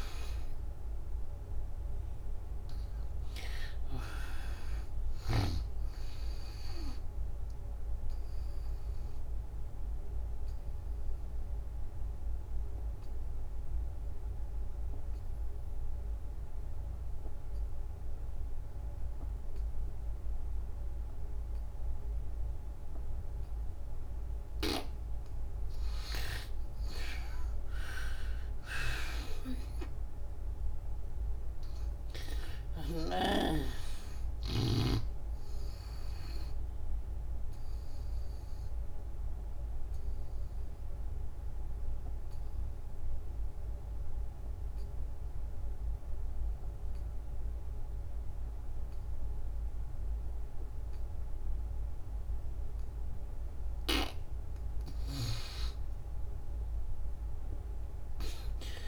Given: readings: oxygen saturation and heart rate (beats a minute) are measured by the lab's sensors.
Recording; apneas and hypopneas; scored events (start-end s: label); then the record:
breathing in sleep by a room microphone; 2
0.00-3.00 s: arousal
0.00-19.00 s: oxygen desaturation (device-marked, oxygen 81% lowest, heart rate 68 extreme)
8.00-24.00 s: obstructive apnea (oxygen 98% before, 74% lowest, heart rate 78 before, 68 extreme, up 17 after)
27.50-31.50 s: arousal
31.00-49.00 s: oxygen desaturation (device-marked, oxygen 97% before, 78% lowest, heart rate 71 before, 66 extreme)
37.00-52.50 s: obstructive apnea (oxygen 97% before, 74% lowest, heart rate 78 before, 66 extreme, up 17 after)
55.50-58.50 s: arousal
From the record:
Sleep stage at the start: N2 (light sleep); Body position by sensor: on the back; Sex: female